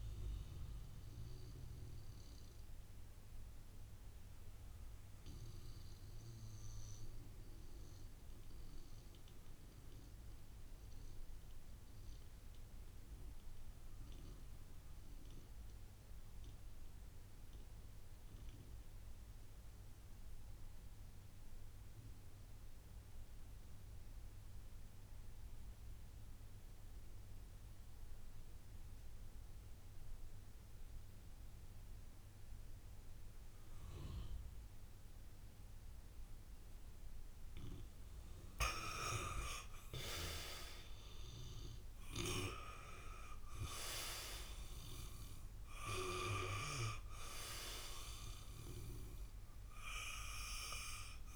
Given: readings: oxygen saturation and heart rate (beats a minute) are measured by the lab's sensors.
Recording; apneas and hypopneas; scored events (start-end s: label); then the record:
breathing in sleep by a room microphone; 1
0.00-25.50 s: oxygen desaturation (device-marked, oxygen 85% lowest, heart rate 55 extreme)
0.50-37.00 s: mixed apnea (oxygen 97% before, 85% lowest, heart rate 64 before, 55 extreme, up 6 after)
36.50-51.36 s: oxygen desaturation (device-marked, oxygen 98% before, 85% lowest, heart rate 59 before, 56 extreme)
38.50-42.50 s: arousal
From the record:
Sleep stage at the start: N2 (light sleep); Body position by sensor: on the back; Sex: male